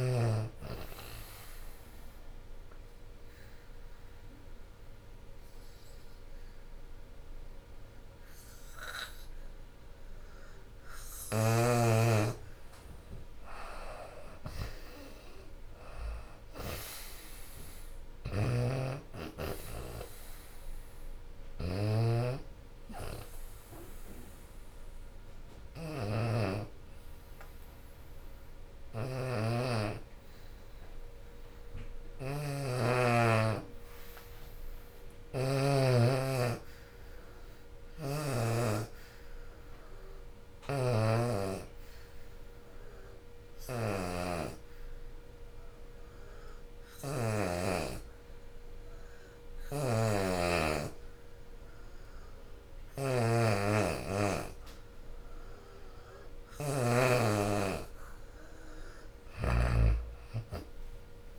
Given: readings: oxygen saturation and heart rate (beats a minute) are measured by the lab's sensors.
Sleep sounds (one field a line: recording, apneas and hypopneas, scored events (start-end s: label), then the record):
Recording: breathing in sleep by a room microphone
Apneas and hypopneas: 3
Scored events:
0.00-2.50 s: drop in pulse transit time (device-marked, heart rate 77 extreme)
0.00-12.50 s: oxygen desaturation (device-marked, oxygen 84% lowest, heart rate 64 extreme)
0.50-11.50 s: obstructive apnea (oxygen 93% before, 83% lowest, heart rate 79 before, 64 extreme, up 26 after)
13.50-16.50 s: arousal
13.50-22.50 s: drop in pulse transit time (device-marked, heart rate 79 before, 76 extreme)
17.50-31.50 s: oxygen desaturation (device-marked, oxygen 92% before, 83% lowest, heart rate 78 before, 64 extreme)
19.50-31.50 s: hypopnea (oxygen 92% before, 83% lowest, heart rate 78 before, 64 extreme, up 18 after)
33.50-37.00 s: arousal
35.50-44.50 s: drop in pulse transit time (device-marked, heart rate 75 before, 72 extreme)
37.50-52.50 s: oxygen desaturation (device-marked, oxygen 94% before, 86% lowest, heart rate 73 before, 66 extreme)
40.50-56.50 s: hypopnea (oxygen 94% before, 82% lowest, heart rate 72 before, 66 extreme, up 24 after)
52.50-54.50 s: long interval between heartbeats (device-marked, heart rate 74 before, 72 extreme)
55.50-61.39 s: drop in pulse transit time (device-marked, heart rate 75 before, 78 extreme)
57.50-61.39 s: oxygen desaturation (device-marked, oxygen 89% before, 85% lowest, heart rate 76 before, 68 extreme)
58.00-61.39 s: arousal
From the record:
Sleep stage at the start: N2 (light sleep)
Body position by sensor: on the back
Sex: female